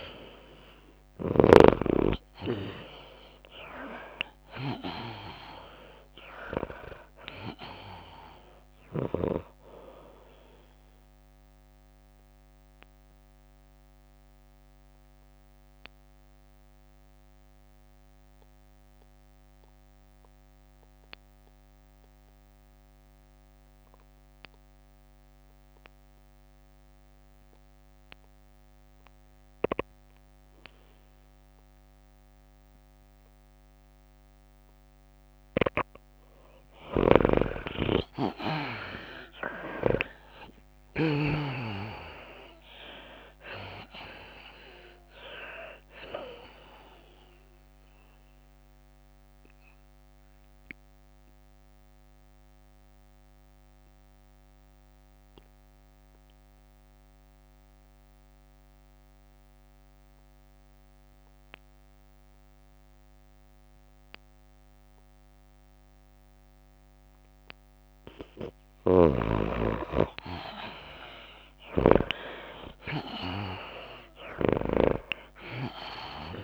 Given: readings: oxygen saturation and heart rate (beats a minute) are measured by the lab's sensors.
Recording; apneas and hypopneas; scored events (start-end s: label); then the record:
breathing in sleep by a microphone on the trachea; 2
0.00-2.00 s: arousal
0.00-19.00 s: tachycardia (device-marked, heart rate 107 extreme)
2.00-24.00 s: oxygen desaturation (device-marked, oxygen 98% before, 86% lowest, heart rate 109 before, 98 extreme)
6.00-19.00 s: drop in pulse transit time (device-marked, heart rate 105 before, 102 extreme)
12.00-35.00 s: obstructive apnea (oxygen 98% before, 78% lowest, heart rate 102 before, 98 extreme, up 19 after)
29.00-38.00 s: tachycardia (device-marked, heart rate 97 before, 117 extreme)
32.00-34.00 s: long interval between heartbeats (device-marked, heart rate 101 before, 108 extreme)
35.50-37.50 s: long interval between heartbeats (device-marked, heart rate 102 before, 115 extreme)
36.00-67.00 s: oxygen desaturation (device-marked, oxygen 97% before, 78% lowest, heart rate 102 before, 98 extreme)
37.00-40.50 s: arousal
39.00-63.00 s: tachycardia (device-marked, heart rate 97 before, 125 extreme)
41.00-55.00 s: drop in pulse transit time (device-marked, heart rate 104 before, 100 extreme)
43.00-45.00 s: long interval between heartbeats (device-marked, heart rate 104 before, 121 extreme)
48.50-68.50 s: mixed apnea (oxygen 97% before, 78% lowest, heart rate 110 before, 98 extreme, up 22 after)
60.50-62.50 s: long interval between heartbeats (device-marked, heart rate 109 before, 110 extreme)
65.00-76.44 s: tachycardia (device-marked, heart rate 97 before, 120 extreme)
69.00-71.00 s: long interval between heartbeats (device-marked, heart rate 105 before, 110 extreme)
69.00-76.44 s: oxygen desaturation (device-marked, oxygen 99% before, 83% lowest, heart rate 105 before, 94 extreme)
69.00-76.44 s: snoring (device-marked)
69.50-73.50 s: arousal
72.00-74.00 s: long interval between heartbeats (device-marked, heart rate 106 before, 119 extreme)
74.00-76.44 s: drop in pulse transit time (device-marked, heart rate 107 before, 101 extreme)
From the record:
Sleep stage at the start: N2 (light sleep); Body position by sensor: on the left side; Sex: female